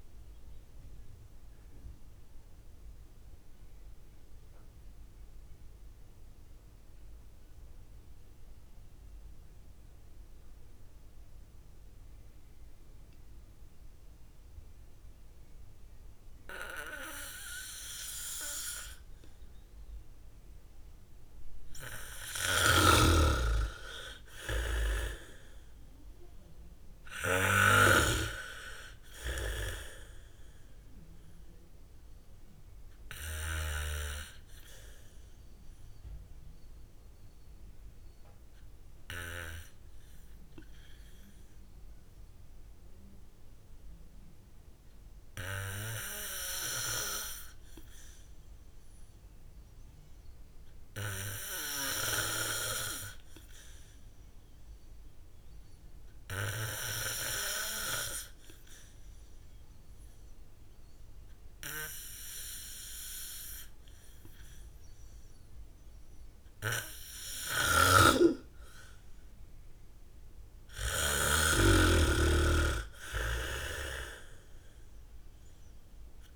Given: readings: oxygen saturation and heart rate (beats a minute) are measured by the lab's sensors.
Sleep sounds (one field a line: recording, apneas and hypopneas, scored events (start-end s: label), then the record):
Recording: breathing in sleep by a room microphone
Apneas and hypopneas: 2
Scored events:
0.00-10.50 s: oxygen desaturation (device-marked, oxygen 83% lowest, heart rate 51 extreme)
1.00-22.50 s: mixed apnea (oxygen 100% before, 83% lowest, heart rate 64 before, 52 extreme, up 0 after)
22.50-27.50 s: bradycardia (device-marked, heart rate 63 before, 52 extreme)
23.50-46.50 s: oxygen desaturation (device-marked, oxygen 99% before, 84% lowest, heart rate 69 before, 58 extreme)
25.00-28.00 s: arousal
34.00-66.00 s: obstructive apnea (oxygen 99% before, 83% lowest, heart rate 62 before, 58 extreme, up 3 after)
55.50-76.36 s: oxygen desaturation (device-marked, oxygen 99% before, 84% lowest, heart rate 72 before, 47 extreme)
66.50-70.50 s: bradycardia (device-marked, heart rate 63 before, 59 extreme)
69.00-72.00 s: arousal
From the record:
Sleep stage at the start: N2 (light sleep)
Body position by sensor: on the back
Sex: female